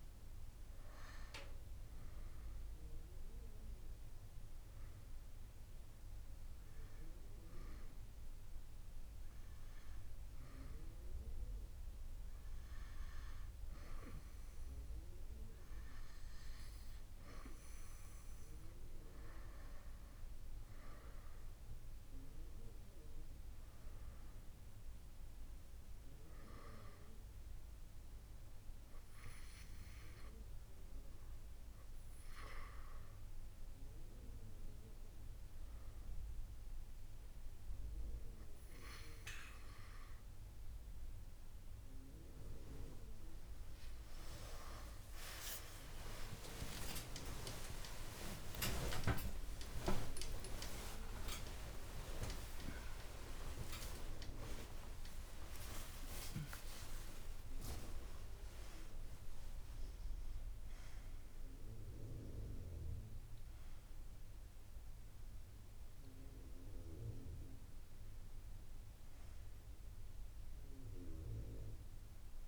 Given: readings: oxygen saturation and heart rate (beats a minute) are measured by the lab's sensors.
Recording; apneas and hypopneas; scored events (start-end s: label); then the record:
a person partly awake in a sleep study, by a room microphone; 1
0.00-2.00 s: long interval between heartbeats (device-marked, heart rate 33 before, 49 extreme)
0.00-10.50 s: drop in pulse transit time (device-marked, heart rate 33 extreme)
6.00-8.00 s: long interval between heartbeats (device-marked, heart rate 39 before, 36 extreme)
6.50-19.00 s: obstructive apnea (oxygen 97% before, 93% lowest)
16.00-18.00 s: long interval between heartbeats (device-marked)
20.50-24.50 s: arousal
21.50-36.50 s: oxygen desaturation (device-marked, oxygen 96% before, 93% lowest)
25.00-27.00 s: long interval between heartbeats (device-marked)
30.00-32.00 s: long interval between heartbeats (device-marked)
46.50-72.48 s: new sleep stage, awake
47.00-49.00 s: long interval between heartbeats (device-marked)
From the record:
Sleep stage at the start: N2 (light sleep); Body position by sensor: on the back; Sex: female